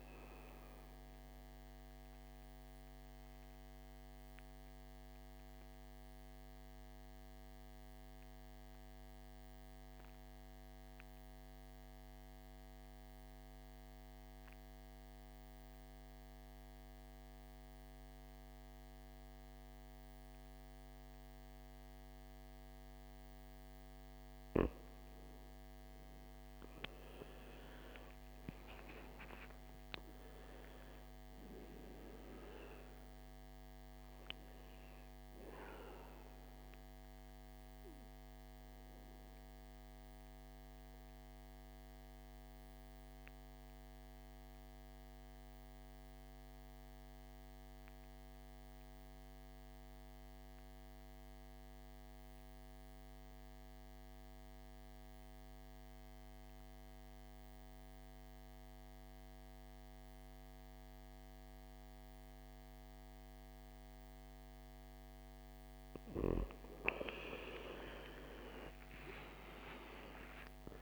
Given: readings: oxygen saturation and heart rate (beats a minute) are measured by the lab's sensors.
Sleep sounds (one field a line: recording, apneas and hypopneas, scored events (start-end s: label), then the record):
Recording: breathing in sleep by a microphone on the trachea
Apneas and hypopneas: 2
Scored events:
0.00-15.00 s: oxygen desaturation (device-marked, oxygen 82% lowest, heart rate 49 extreme)
2.00-23.50 s: mixed apnea (oxygen 98% before, 82% lowest, heart rate 65 before, 49 extreme, up 19 after)
25.00-29.00 s: arousal
29.00-50.00 s: oxygen desaturation (device-marked, oxygen 98% before, 87% lowest, heart rate 53 before, 52 extreme)
43.00-65.50 s: mixed apnea (oxygen 98% before, 80% lowest, heart rate 58 before, 51 extreme, up 14 after)
66.00-70.82 s: oxygen desaturation (device-marked, oxygen 97% before, 80% lowest, heart rate 57 before, 51 extreme)
66.50-70.82 s: arousal
From the record:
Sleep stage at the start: N2 (light sleep)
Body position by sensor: on the back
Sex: male